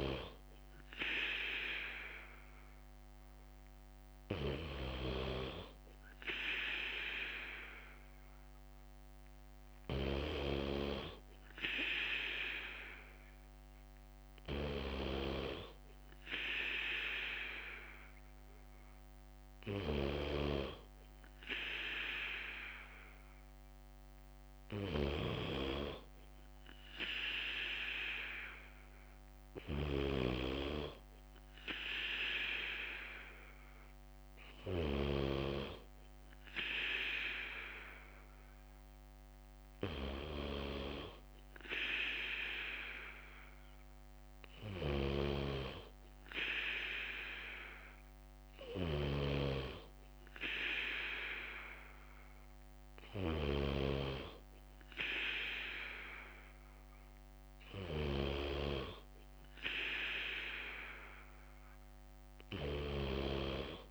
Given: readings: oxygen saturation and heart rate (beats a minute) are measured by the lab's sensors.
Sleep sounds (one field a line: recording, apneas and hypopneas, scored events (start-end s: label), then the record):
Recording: breathing in sleep by a microphone on the trachea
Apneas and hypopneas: none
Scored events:
0.00-7.50 s: bradycardia (device-marked, heart rate 58 extreme)
13.50-22.50 s: bradycardia (device-marked, heart rate 60 before, 58 extreme)
From the record:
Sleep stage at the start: N3 (deep sleep)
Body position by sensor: on the back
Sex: male